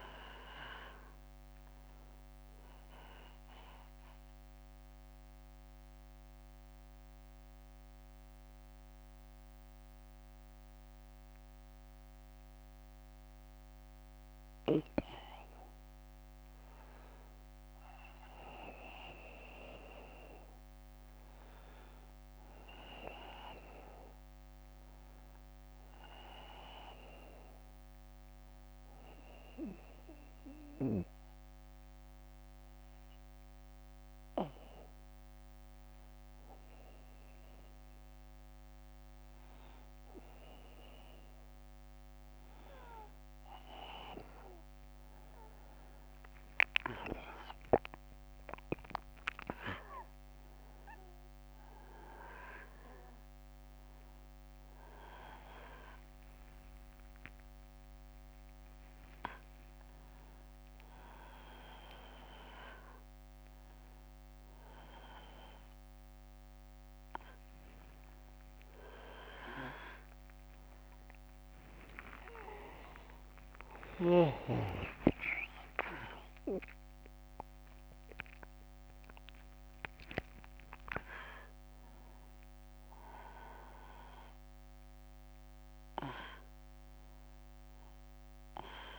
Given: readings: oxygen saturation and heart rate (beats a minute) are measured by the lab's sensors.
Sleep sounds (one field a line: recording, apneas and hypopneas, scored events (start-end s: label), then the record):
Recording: a person partly awake in a sleep study, by a microphone on the trachea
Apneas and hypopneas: 2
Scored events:
1.00-14.00 s: central apnea (oxygen 98% before, 93% lowest, heart rate 64 before, 56 extreme, up 4 after)
17.50-22.00 s: arousal
28.00-38.50 s: obstructive apnea (oxygen 98% before, 93% lowest, heart rate 59 before, 59 extreme, up 2 after)
50.00-72.00 s: oxygen desaturation (device-marked, oxygen 96% before, 93% lowest, heart rate 61 before, 58 extreme)
61.00-88.99 s: new sleep stage, awake
From the record:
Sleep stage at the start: N1 (lightest sleep)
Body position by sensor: on the back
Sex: male